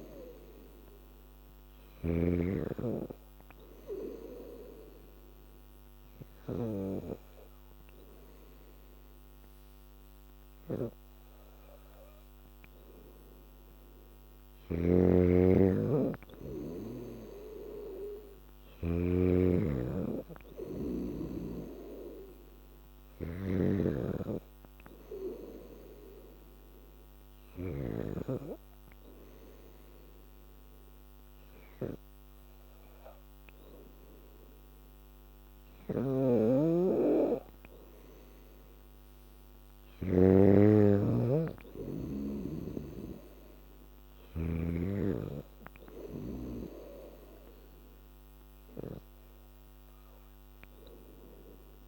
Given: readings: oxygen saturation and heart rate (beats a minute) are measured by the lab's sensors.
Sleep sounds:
breathing in sleep by a microphone on the trachea; none
0.00-2.00 s: snoring (device-marked)
14.50-19.00 s: snoring (device-marked)
23.50-28.00 s: snoring (device-marked)
35.50-40.50 s: snoring (device-marked)
42.50-46.50 s: snoring (device-marked)
From the record:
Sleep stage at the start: N3 (deep sleep); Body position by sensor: on the back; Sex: female

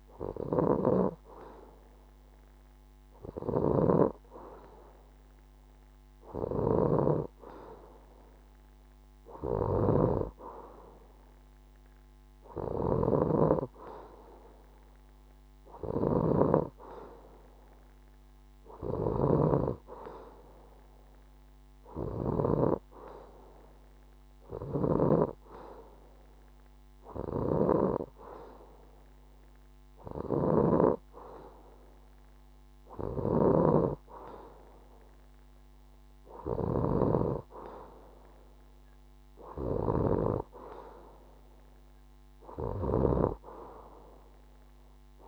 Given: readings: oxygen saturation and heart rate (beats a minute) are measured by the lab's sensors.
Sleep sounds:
breathing in sleep by a microphone on the trachea; none
25.00-27.00 s: long interval between heartbeats (device-marked, heart rate 70 before, 72 extreme)
From the record:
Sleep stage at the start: N2 (light sleep); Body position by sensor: on the left side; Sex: female

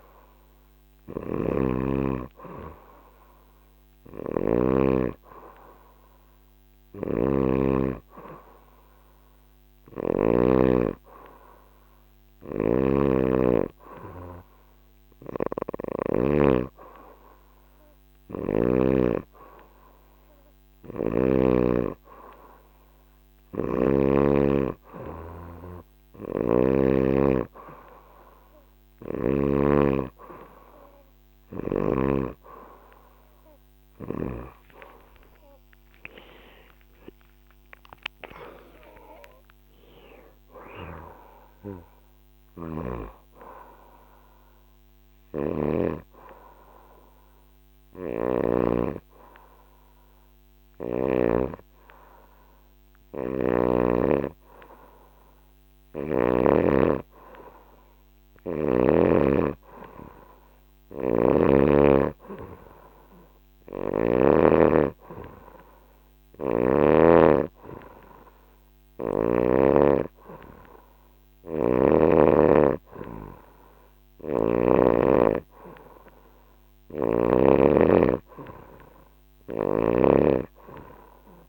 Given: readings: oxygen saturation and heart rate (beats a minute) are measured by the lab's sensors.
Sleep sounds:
breathing in sleep by a microphone on the trachea; 1
0.50-4.50 s: snoring (device-marked)
6.50-10.00 s: snoring (device-marked)
12.00-16.00 s: snoring (device-marked)
23.00-26.50 s: snoring (device-marked)
34.50-38.50 s: arousal
40.00-45.50 s: snoring (device-marked)
45.50-58.00 s: hypopnea (oxygen 95% before, 92% lowest, heart rate 146 before, 101 extreme, up 44 after)
52.50-56.00 s: snoring (device-marked)
60.50-64.00 s: arousal
60.50-64.00 s: snoring (device-marked)
61.00-72.00 s: oxygen desaturation (device-marked, oxygen 96% before, 92% lowest, heart rate 129 before, 72 extreme)
73.50-77.00 s: snoring (device-marked)
From the record:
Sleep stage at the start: N2 (light sleep); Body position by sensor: on the back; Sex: female

